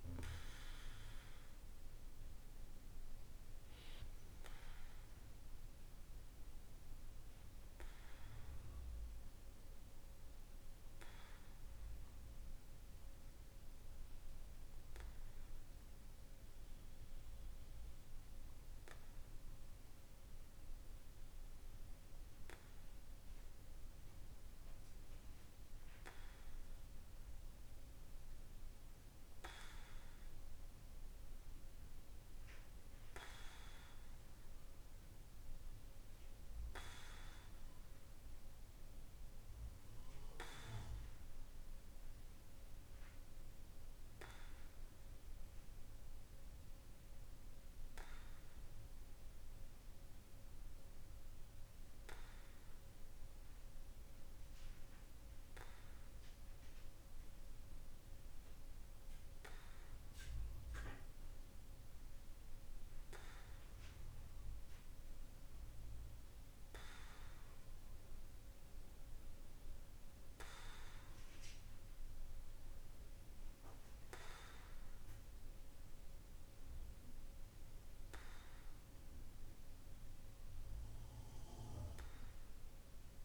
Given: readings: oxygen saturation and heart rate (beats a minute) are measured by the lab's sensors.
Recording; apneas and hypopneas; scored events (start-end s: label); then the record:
breathing in sleep by a room microphone; 1
9.00-27.00 s: obstructive apnea (oxygen 96% before, 93% lowest, heart rate 51 before, 50 extreme, up 1 after)
28.50-32.50 s: arousal
From the record:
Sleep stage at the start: N2 (light sleep); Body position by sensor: on the back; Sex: male